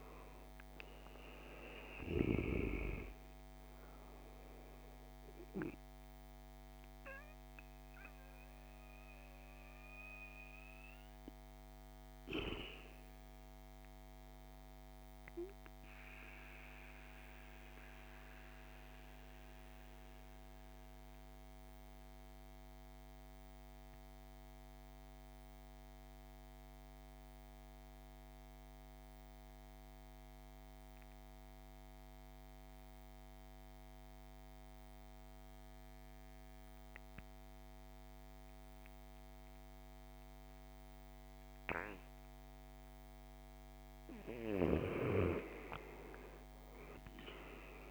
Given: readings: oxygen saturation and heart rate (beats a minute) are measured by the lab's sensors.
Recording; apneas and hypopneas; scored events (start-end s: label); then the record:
breathing in sleep by a microphone on the trachea; 1
0.00-25.00 s: oxygen desaturation (device-marked, oxygen 83% lowest, heart rate 51 extreme)
16.00-43.00 s: mixed apnea (oxygen 99% before, 81% lowest, heart rate 61 before, 51 extreme, up 15 after)
38.00-47.91 s: oxygen desaturation (device-marked, oxygen 99% before, 81% lowest, heart rate 54 before, 51 extreme)
45.00-47.91 s: arousal
From the record:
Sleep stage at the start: N2 (light sleep); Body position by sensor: on the right side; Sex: male